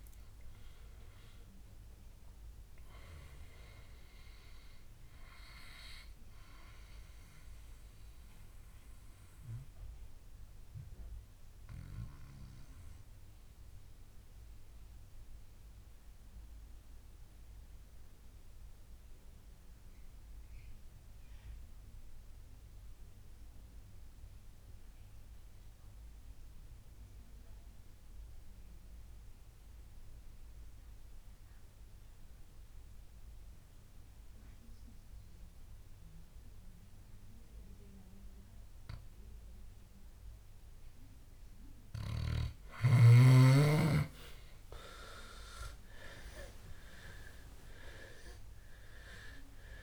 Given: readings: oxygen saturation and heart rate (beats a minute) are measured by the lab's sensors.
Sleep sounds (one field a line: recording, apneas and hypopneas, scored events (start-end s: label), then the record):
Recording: breathing in sleep by a room microphone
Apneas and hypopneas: 1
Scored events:
0.00-23.50 s: oxygen desaturation (device-marked, oxygen 89% lowest, heart rate 59 extreme)
7.50-41.50 s: obstructive apnea (oxygen 98% before, 89% lowest, heart rate 75 before, 59 extreme, up 18 after)
9.00-11.00 s: long interval between heartbeats (device-marked, heart rate 76 before, 77 extreme)
42.50-49.83 s: oxygen desaturation (device-marked, oxygen 98% before, 91% lowest, heart rate 63 before, 61 extreme)
45.50-48.00 s: arousal
From the record:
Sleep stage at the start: N2 (light sleep)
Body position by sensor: on the back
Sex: male